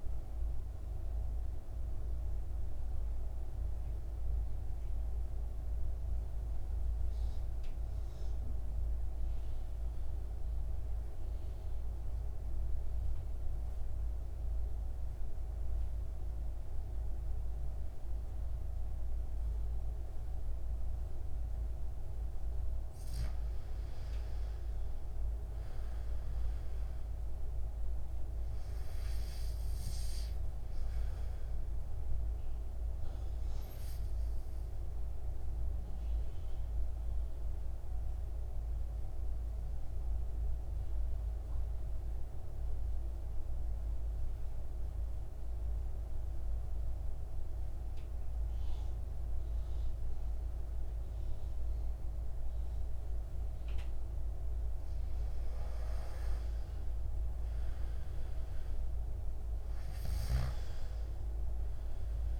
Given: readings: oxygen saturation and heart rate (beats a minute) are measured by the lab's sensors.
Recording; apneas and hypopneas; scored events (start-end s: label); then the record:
breathing in sleep, hard to hear, by a room microphone; 2
0.00-17.00 s: oxygen desaturation (device-marked, oxygen 87% lowest, heart rate 53 extreme)
0.50-21.50 s: central apnea (oxygen 98% before, 86% lowest, heart rate 62 before, 53 extreme, up 6 after)
23.50-27.00 s: arousal
26.00-51.00 s: oxygen desaturation (device-marked, oxygen 99% before, 86% lowest, heart rate 57 before, 53 extreme)
34.00-54.50 s: central apnea (oxygen 99% before, 86% lowest, heart rate 59 before, 53 extreme, up 8 after)
56.50-60.00 s: arousal
From the record:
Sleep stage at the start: N2 (light sleep); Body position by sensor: on the back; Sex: male